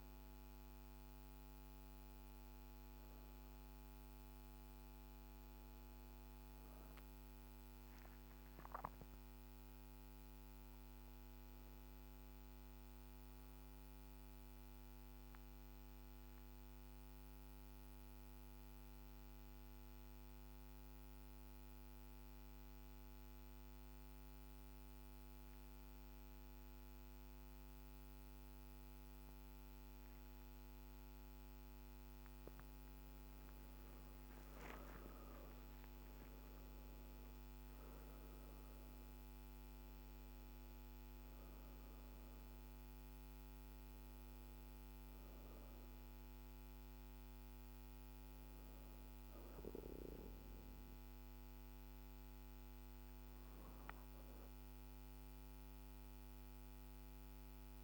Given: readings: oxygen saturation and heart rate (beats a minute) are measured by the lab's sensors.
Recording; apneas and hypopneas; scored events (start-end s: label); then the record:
breathing in sleep, hard to hear, by a microphone on the trachea; 1
0.00-12.00 s: oxygen desaturation (device-marked, oxygen 92% lowest, heart rate 49 extreme)
13.00-31.50 s: obstructive apnea (oxygen 98% before, 82% lowest, heart rate 58 before, 36 extreme, up 14 after)
26.00-56.00 s: oxygen desaturation (device-marked, oxygen 99% before, 82% lowest, heart rate 52 before, 36 extreme)
34.00-37.50 s: arousal
From the record:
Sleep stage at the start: N2 (light sleep); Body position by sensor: on the back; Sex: female